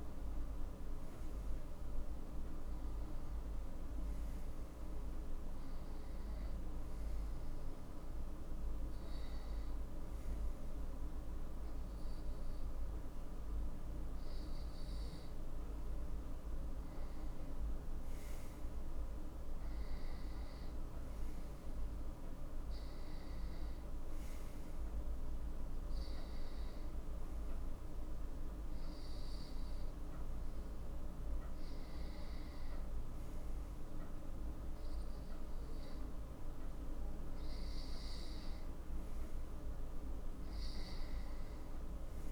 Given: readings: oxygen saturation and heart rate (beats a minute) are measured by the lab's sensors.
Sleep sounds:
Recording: breathing in sleep, hard to hear, by a room microphone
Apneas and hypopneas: none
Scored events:
none scored
From the record:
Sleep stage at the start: N2 (light sleep)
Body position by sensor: on the right side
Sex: male

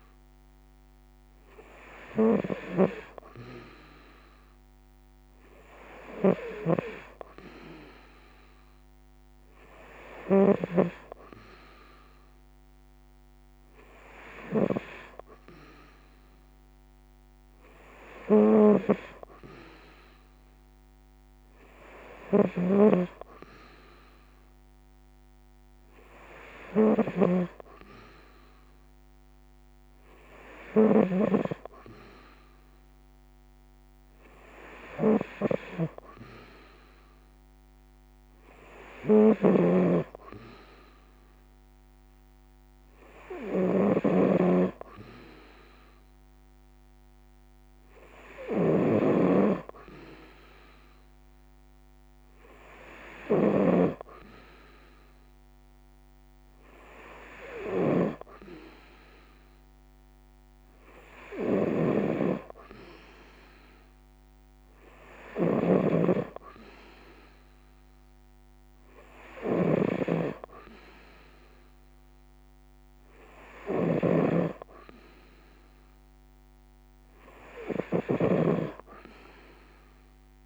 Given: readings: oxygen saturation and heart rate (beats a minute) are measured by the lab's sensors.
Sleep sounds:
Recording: breathing in sleep by a microphone on the trachea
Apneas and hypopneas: none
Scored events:
0.00-80.46 s: snoring (device-marked)
36.00-80.46 s: new sleep stage, N3 (deep sleep)
From the record:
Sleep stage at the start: N2 (light sleep)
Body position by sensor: on the right side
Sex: female

